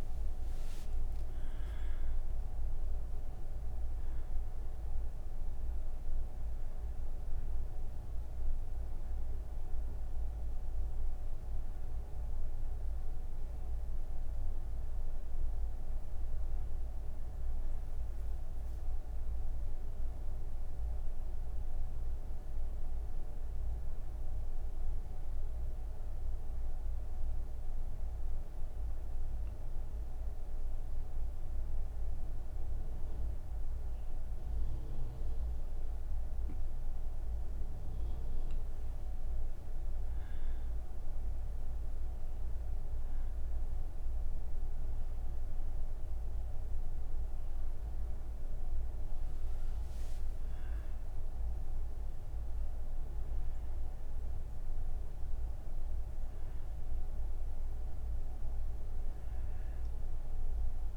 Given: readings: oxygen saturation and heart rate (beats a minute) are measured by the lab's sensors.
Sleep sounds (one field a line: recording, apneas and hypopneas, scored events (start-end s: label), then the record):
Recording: breathing in sleep, hard to hear, by a room microphone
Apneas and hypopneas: none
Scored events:
0.00-14.50 s: oxygen desaturation (device-marked, oxygen 94% lowest)
59.50-60.97 s: oxygen desaturation (device-marked, oxygen 96% before, 92% lowest)
From the record:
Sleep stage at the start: N2 (light sleep)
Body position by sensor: on the back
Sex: female